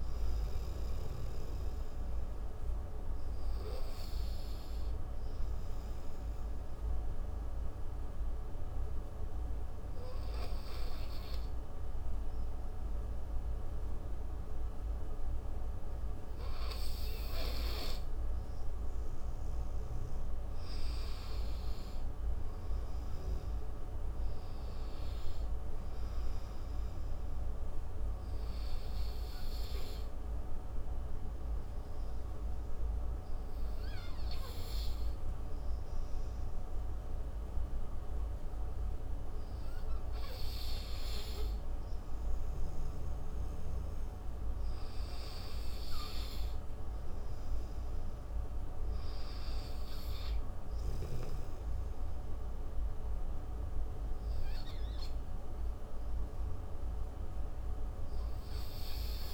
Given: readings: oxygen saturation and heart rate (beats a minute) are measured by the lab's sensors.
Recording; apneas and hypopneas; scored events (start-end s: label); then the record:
breathing in sleep, hard to hear, by a room microphone; 2
0.00-17.00 s: oxygen desaturation (device-marked, oxygen 88% lowest)
7.00-19.50 s: central apnea (oxygen 97% before, 88% lowest)
22.00-24.50 s: arousal
27.00-40.00 s: oxygen desaturation (device-marked, oxygen 97% before, 90% lowest)
28.50-39.50 s: hypopnea (oxygen 97% before, 90% lowest)
41.50-43.00 s: arousal
52.00-59.34 s: oxygen desaturation (device-marked, oxygen 97% before, 91% lowest)
From the record:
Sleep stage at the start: N2 (light sleep); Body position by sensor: on the right side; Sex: male